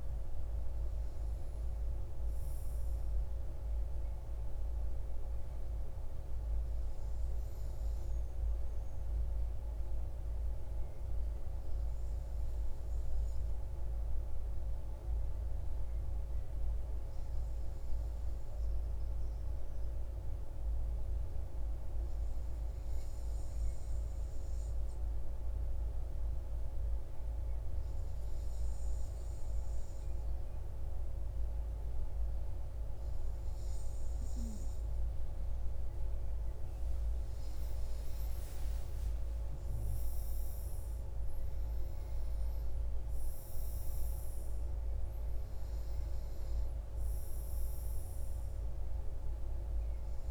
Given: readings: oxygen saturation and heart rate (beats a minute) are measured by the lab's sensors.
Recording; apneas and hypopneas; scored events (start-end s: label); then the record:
breathing in sleep, hard to hear, by a room microphone; 1
13.50-34.50 s: obstructive apnea (oxygen 97% before, 94% lowest, heart rate 62 before, 61 extreme, up 8 after)
35.50-39.50 s: arousal
From the record:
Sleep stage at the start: N2 (light sleep); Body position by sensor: on the front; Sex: male